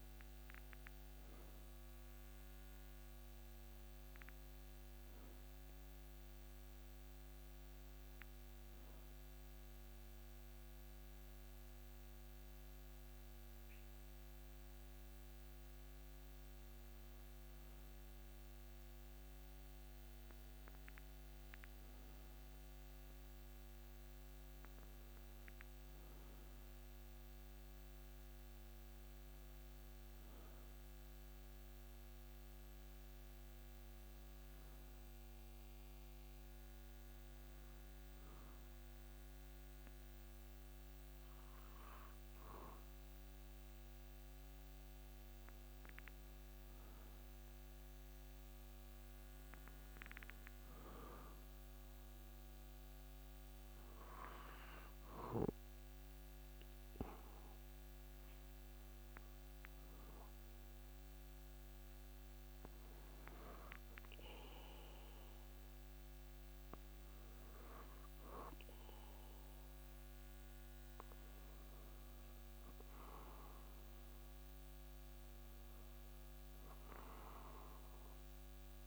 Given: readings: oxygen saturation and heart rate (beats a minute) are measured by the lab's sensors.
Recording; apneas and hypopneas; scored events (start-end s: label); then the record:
breathing in sleep, hard to hear, by a microphone on the trachea; none
none scored
From the record:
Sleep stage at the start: N2 (light sleep); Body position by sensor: on the back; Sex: male